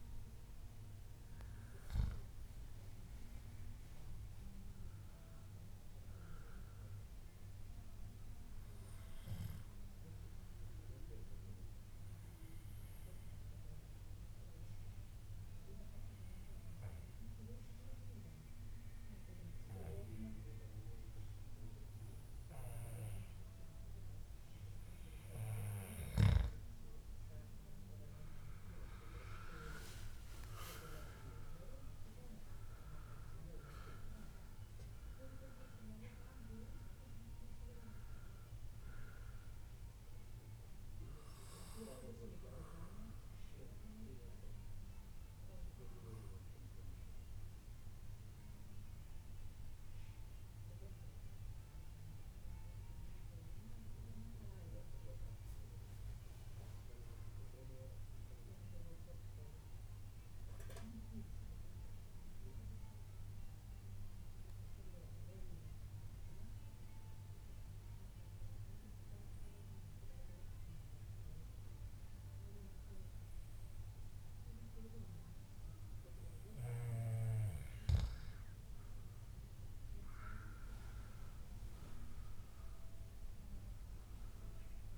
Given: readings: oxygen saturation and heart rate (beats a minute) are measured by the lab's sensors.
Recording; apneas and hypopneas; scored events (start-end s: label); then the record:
breathing in sleep by a room microphone; 2
0.50-4.50 s: arousal
7.50-25.00 s: obstructive apnea (oxygen 96% before, 92% lowest, heart rate 145 before, 90 extreme, up 7 after)
27.00-30.50 s: arousal
47.50-77.50 s: mixed apnea (oxygen 96% before, 93% lowest, heart rate 140 before, 129 extreme)
79.00-83.00 s: arousal
From the record:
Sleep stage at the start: N2 (light sleep); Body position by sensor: on the back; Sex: male